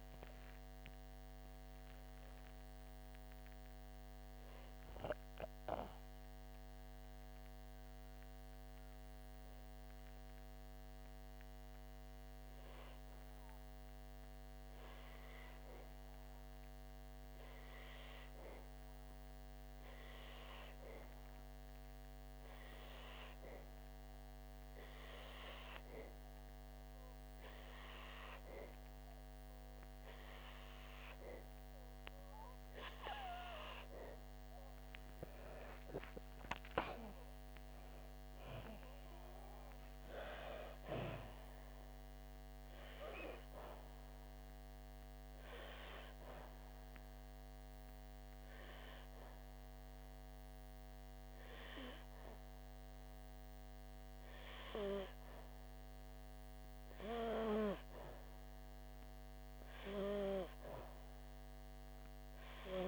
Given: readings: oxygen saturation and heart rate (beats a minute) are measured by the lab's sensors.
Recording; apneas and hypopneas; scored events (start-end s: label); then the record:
breathing in sleep by a microphone on the trachea; 2
0.00-2.00 s: arousal
0.00-12.50 s: oxygen desaturation (device-marked, oxygen 92% lowest, heart rate 57 extreme)
5.50-35.50 s: obstructive apnea (oxygen 97% before, 91% lowest, heart rate 64 before, 57 extreme, up 5 after)
36.50-40.00 s: arousal
47.50-57.50 s: hypopnea (oxygen 97% before, 92% lowest, heart rate 68 before, 58 extreme, up 4 after)
From the record:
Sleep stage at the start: N2 (light sleep); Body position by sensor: on the back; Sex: female